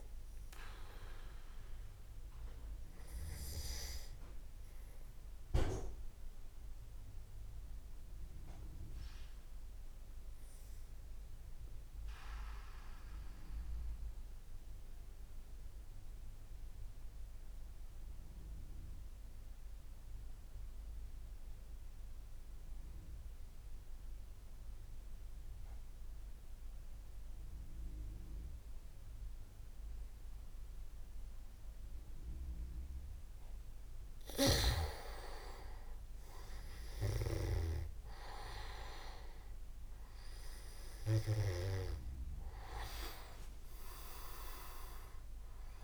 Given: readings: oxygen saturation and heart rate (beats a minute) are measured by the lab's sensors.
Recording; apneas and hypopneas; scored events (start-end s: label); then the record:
breathing in sleep by a room microphone; 1
3.50-33.50 s: mixed apnea (oxygen 99% before, 95% lowest, heart rate 43 before, 37 extreme, up 4 after)
34.50-45.50 s: oxygen desaturation (device-marked, oxygen 99% before, 95% lowest, heart rate 60 before, 37 extreme)
35.00-39.00 s: arousal
44.00-45.84 s: leg movement (device-marked)
From the record:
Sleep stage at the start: N2 (light sleep); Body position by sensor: on the back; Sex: male